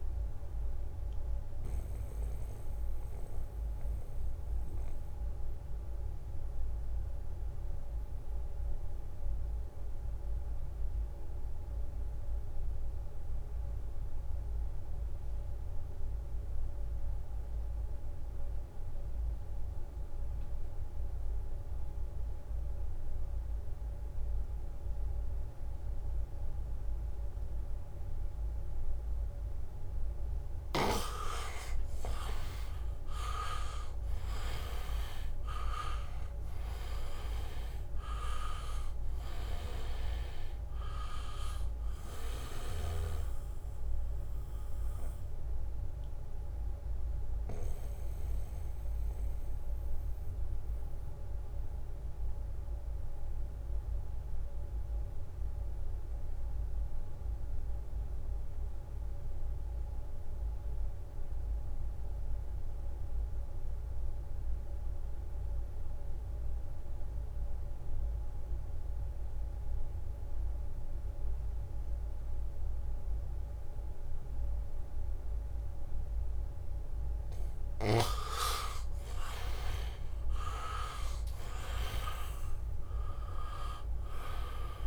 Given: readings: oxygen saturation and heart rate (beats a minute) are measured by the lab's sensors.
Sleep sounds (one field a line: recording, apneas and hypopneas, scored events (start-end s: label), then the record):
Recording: breathing in sleep by a room microphone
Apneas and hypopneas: 2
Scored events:
0.00-20.00 s: oxygen desaturation (device-marked, oxygen 80% lowest, heart rate 68 extreme)
3.00-30.00 s: mixed apnea (oxygen 98% before, 77% lowest, heart rate 71 before, 68 extreme)
28.00-59.00 s: oxygen desaturation (device-marked, oxygen 99% before, 77% lowest, heart rate 74 before, 66 extreme)
31.50-36.50 s: arousal
46.50-76.00 s: mixed apnea (oxygen 99% before, 77% lowest, heart rate 71 before, 66 extreme, up 0 after)
72.00-84.87 s: oxygen desaturation (device-marked, oxygen 99% before, 78% lowest, heart rate 75 before, 66 extreme)
77.50-80.00 s: leg movement (device-marked)
79.50-84.50 s: arousal
80.00-84.87 s: leg movement (device-marked)
From the record:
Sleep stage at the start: N2 (light sleep)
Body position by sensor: on the back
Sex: male